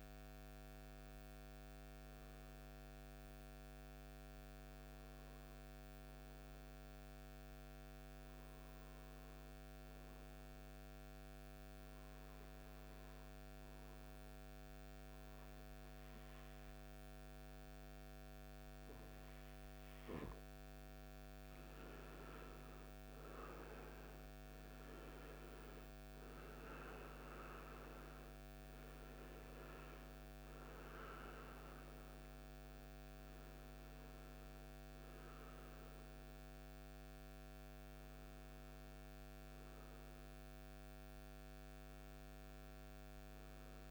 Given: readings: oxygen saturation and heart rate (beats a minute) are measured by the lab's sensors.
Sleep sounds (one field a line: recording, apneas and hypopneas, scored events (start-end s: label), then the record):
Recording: breathing in sleep, hard to hear, by a microphone on the trachea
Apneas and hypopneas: 1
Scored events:
1.50-19.00 s: obstructive apnea (oxygen 97% before, 93% lowest, heart rate 63 before, 57 extreme, up 16 after)
22.50-43.91 s: new sleep stage, N1 (lightest sleep)
23.00-27.50 s: arousal
24.50-43.91 s: oxygen desaturation (device-marked, oxygen 96% before, 93% lowest, heart rate 60 before, 56 extreme)
From the record:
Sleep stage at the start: N2 (light sleep)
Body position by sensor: on the right side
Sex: male